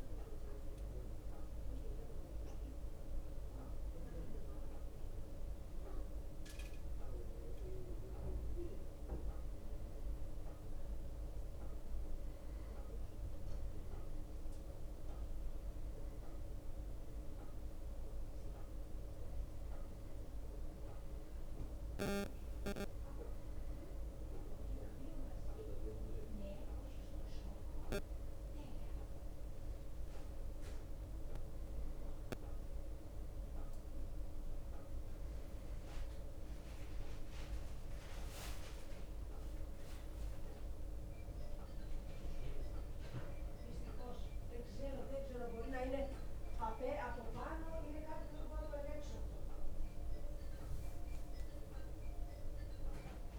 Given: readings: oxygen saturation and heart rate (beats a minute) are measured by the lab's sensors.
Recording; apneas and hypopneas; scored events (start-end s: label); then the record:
breathing in sleep by a room microphone; none
39.00-42.50 s: arousal
From the record:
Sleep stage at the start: N1 (lightest sleep); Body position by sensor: on the back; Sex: male